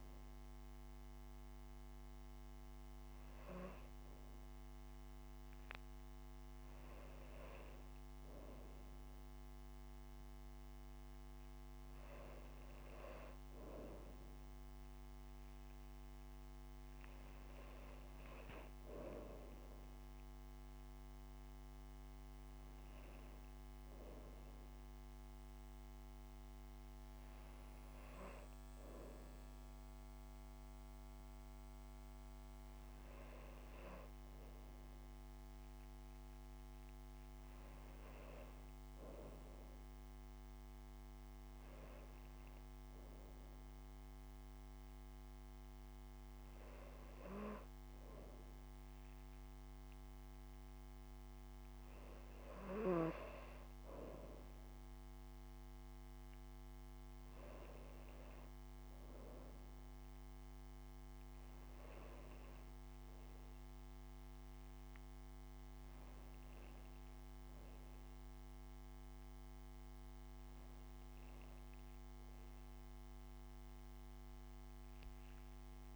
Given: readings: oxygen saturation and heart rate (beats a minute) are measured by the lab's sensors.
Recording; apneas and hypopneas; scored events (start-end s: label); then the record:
breathing in sleep by a microphone on the trachea; none
none scored
From the record:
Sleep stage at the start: N2 (light sleep); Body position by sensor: on the right side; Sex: female